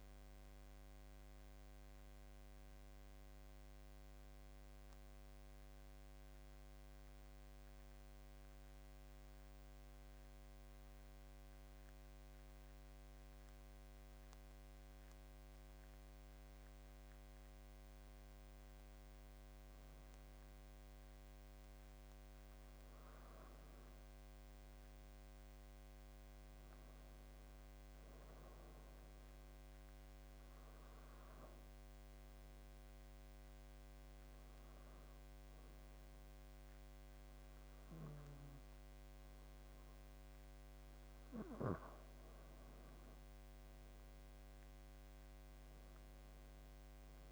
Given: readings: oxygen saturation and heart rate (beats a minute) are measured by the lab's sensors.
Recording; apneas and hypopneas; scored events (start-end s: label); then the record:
breathing in sleep, hard to hear, by a microphone on the trachea; 2
0.00-5.50 s: oxygen desaturation (device-marked, oxygen 88% lowest, heart rate 74 extreme)
5.00-17.00 s: central apnea (oxygen 97% before, 91% lowest, heart rate 87 before, 74 extreme, up 7 after)
19.50-22.50 s: arousal
25.50-33.50 s: oxygen desaturation (device-marked, oxygen 97% before, 92% lowest, heart rate 79 before, 77 extreme)
30.00-41.50 s: hypopnea (oxygen 97% before, 89% lowest, heart rate 79 before, 77 extreme, up 8 after)
43.00-46.00 s: arousal
From the record:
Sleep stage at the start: N2 (light sleep); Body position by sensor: on the back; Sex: male